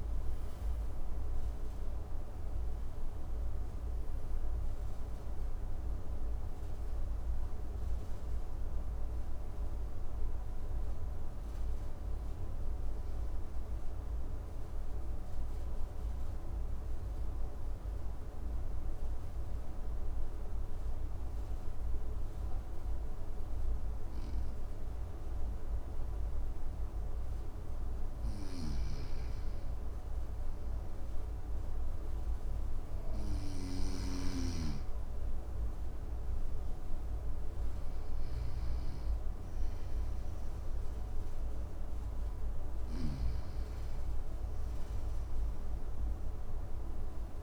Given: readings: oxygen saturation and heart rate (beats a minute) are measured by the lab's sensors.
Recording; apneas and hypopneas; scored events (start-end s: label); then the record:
breathing in sleep, hard to hear, by a room microphone; 1
13.00-26.00 s: obstructive apnea (oxygen 97% before, 92% lowest, heart rate 68 before, 52 extreme, up 4 after)
27.50-33.00 s: snoring (device-marked)
29.50-33.50 s: arousal
36.00-47.43 s: oxygen desaturation (device-marked, oxygen 99% before, 95% lowest, heart rate 54 before, 56 extreme)
42.00-47.43 s: snoring (device-marked)
From the record:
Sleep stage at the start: N2 (light sleep); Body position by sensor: on the front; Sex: male